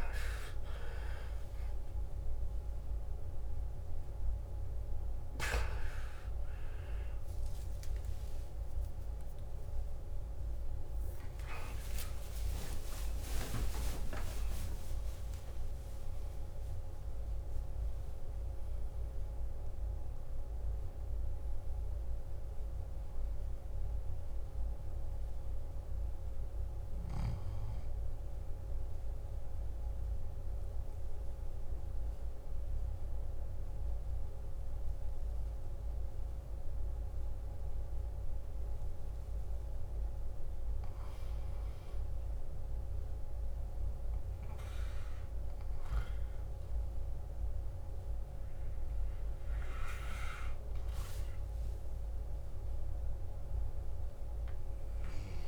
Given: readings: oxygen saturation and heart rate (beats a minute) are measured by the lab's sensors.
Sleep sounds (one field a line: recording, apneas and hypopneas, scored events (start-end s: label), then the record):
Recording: a person partly awake in a sleep study, by a room microphone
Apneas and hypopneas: 1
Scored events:
0.00-12.00 s: oxygen desaturation (device-marked, oxygen 91% lowest, heart rate 57 extreme)
12.00-16.00 s: tachycardia (device-marked, heart rate 58 before, 109 extreme)
15.00-17.00 s: long interval between heartbeats (device-marked, heart rate 69 before, 106 extreme)
26.00-55.48 s: new sleep stage, N1 (lightest sleep)
30.50-41.00 s: obstructive apnea (oxygen 95% before, 93% lowest, heart rate 82 before, 57 extreme, up 7 after)
42.50-47.00 s: arousal
46.00-55.48 s: oxygen desaturation (device-marked, oxygen 98% before, 93% lowest, heart rate 61 before, 55 extreme)
From the record:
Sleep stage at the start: awake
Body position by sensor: on the back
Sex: male